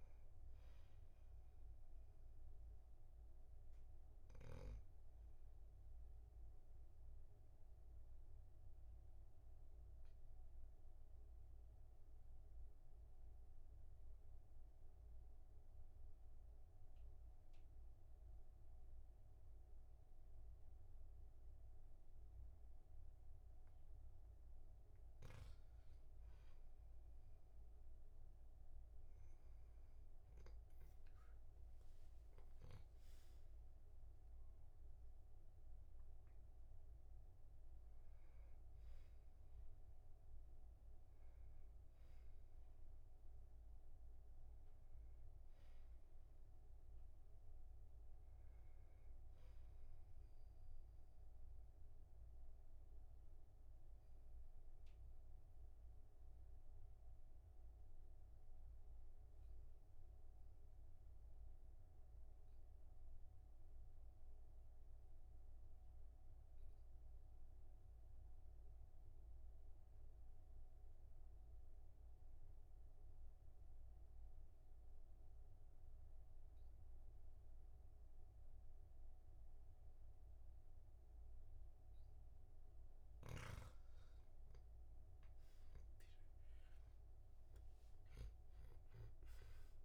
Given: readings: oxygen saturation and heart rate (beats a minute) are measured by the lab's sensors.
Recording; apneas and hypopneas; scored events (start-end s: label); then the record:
breathing in sleep, hard to hear, by a room microphone; 2
8.00-25.00 s: obstructive apnea (oxygen 99% before, 96% lowest, heart rate 48 before, 37 extreme, up 5 after)
31.50-36.00 s: arousal
50.50-82.50 s: obstructive apnea (oxygen 99% before, 95% lowest, heart rate 45 before, 36 extreme, up 9 after)
86.50-89.85 s: arousal
From the record:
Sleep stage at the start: N2 (light sleep); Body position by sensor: on the back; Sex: male